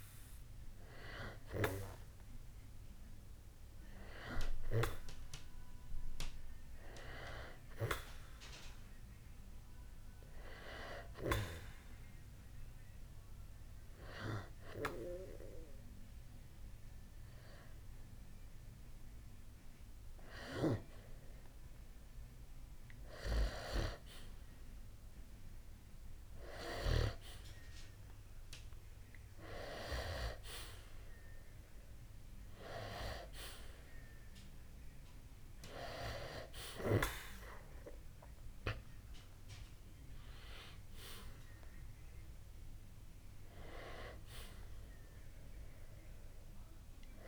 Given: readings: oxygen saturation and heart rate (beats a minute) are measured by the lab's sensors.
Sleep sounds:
breathing in sleep by a room microphone; 1
0.00-3.50 s: arousal
9.50-23.00 s: hypopnea (oxygen 92% before, 88% lowest, heart rate 63 before, 60 extreme, up 5 after)
26.00-29.50 s: arousal
31.00-46.00 s: oxygen desaturation (device-marked, oxygen 91% before, 88% lowest, heart rate 65 before, 60 extreme)
From the record:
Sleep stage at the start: N2 (light sleep); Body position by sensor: on the back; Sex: male

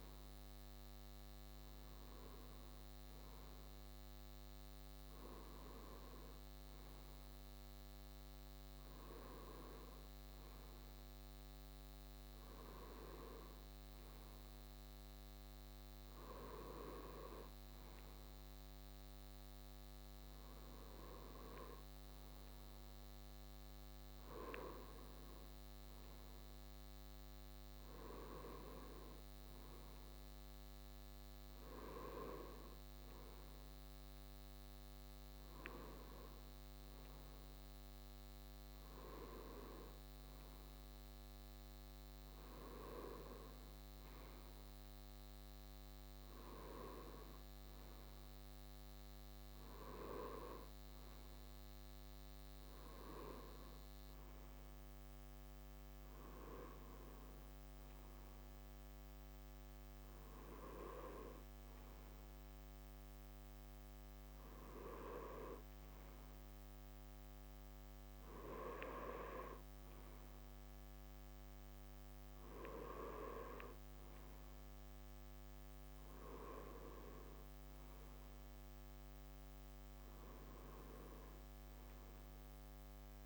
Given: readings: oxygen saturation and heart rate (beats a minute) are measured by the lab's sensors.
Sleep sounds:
breathing in sleep by a microphone on the trachea; none
77.00-81.00 s: arousal
From the record:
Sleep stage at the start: N2 (light sleep); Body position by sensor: on the right side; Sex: male

